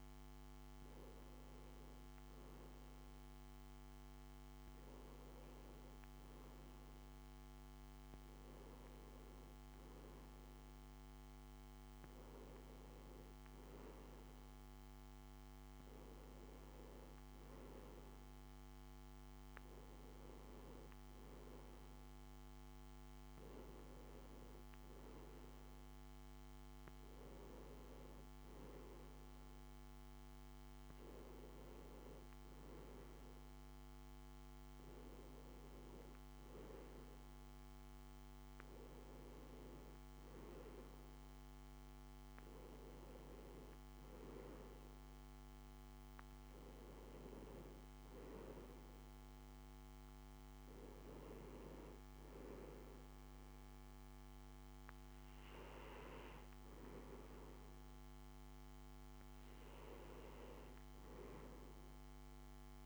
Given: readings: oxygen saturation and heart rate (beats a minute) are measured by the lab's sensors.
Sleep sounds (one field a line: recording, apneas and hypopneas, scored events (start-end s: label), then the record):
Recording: breathing in sleep by a microphone on the trachea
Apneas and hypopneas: none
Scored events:
none scored
From the record:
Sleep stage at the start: N2 (light sleep)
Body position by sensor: on the back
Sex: male